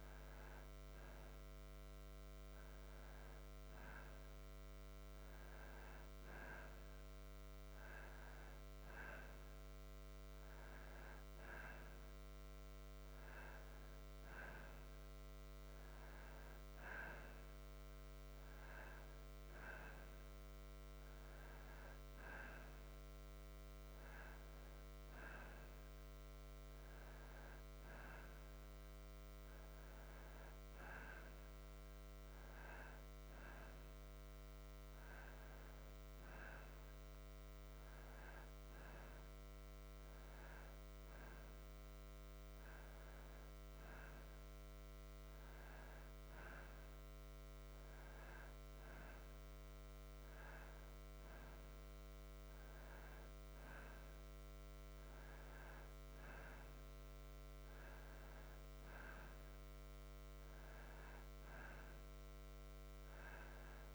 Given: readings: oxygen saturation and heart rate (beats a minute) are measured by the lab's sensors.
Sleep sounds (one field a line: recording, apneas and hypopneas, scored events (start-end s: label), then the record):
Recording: breathing in sleep by a microphone on the trachea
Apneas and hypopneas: none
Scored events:
none scored
From the record:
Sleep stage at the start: N2 (light sleep)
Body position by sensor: on the back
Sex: male